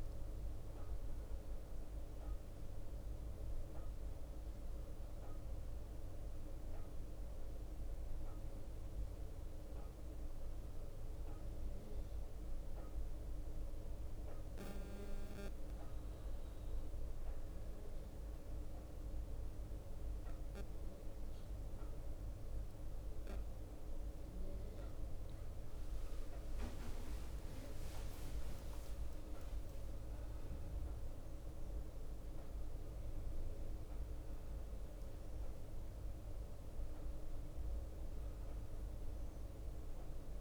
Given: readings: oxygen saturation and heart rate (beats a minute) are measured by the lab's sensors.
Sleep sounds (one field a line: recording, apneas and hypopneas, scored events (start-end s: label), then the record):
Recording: breathing in sleep, hard to hear, by a room microphone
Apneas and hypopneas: 1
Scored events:
4.00-25.00 s: bradycardia (device-marked, heart rate 61 before, 57 extreme)
11.00-40.41 s: new sleep stage, N2 (light sleep)
11.50-24.50 s: obstructive apnea (oxygen 96% before, 91% lowest, heart rate 66 before, 57 extreme, up 14 after)
27.00-31.50 s: arousal
29.00-31.00 s: long interval between heartbeats (device-marked, heart rate 58 before, 68 extreme)
29.00-39.00 s: drop in pulse transit time (device-marked, heart rate 58 before, 62 extreme)
34.00-40.41 s: oxygen desaturation (device-marked, oxygen 95% before, 91% lowest, heart rate 61 before, 56 extreme)
From the record:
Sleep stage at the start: N1 (lightest sleep)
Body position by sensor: on the right side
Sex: male